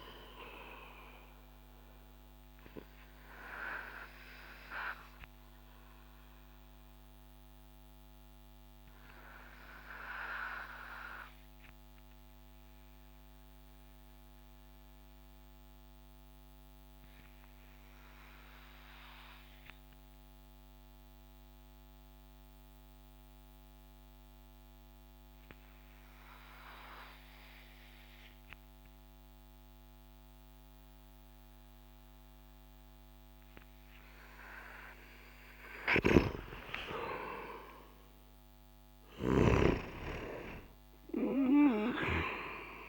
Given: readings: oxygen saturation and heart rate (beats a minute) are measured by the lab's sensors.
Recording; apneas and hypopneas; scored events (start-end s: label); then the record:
breathing in sleep by a microphone on the trachea; 1
0.00-9.00 s: oxygen desaturation (device-marked, oxygen 92% lowest)
1.50-34.00 s: obstructive apnea (oxygen 97% before, 90% lowest)
35.50-39.00 s: arousal
From the record:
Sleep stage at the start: N2 (light sleep); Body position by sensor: on the back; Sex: male